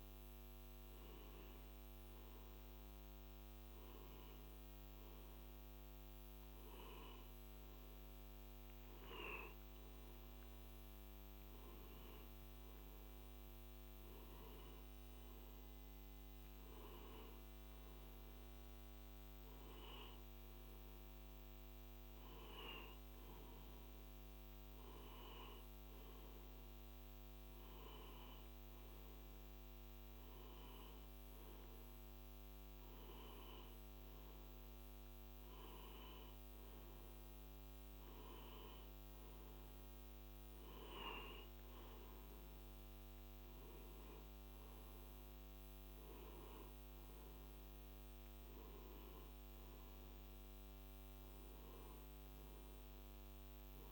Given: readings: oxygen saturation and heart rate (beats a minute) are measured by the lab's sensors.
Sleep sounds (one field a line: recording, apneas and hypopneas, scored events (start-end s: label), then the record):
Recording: breathing in sleep, hard to hear, by a microphone on the trachea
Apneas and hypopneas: none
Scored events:
none scored
From the record:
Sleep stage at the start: N2 (light sleep)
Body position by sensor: on the back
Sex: male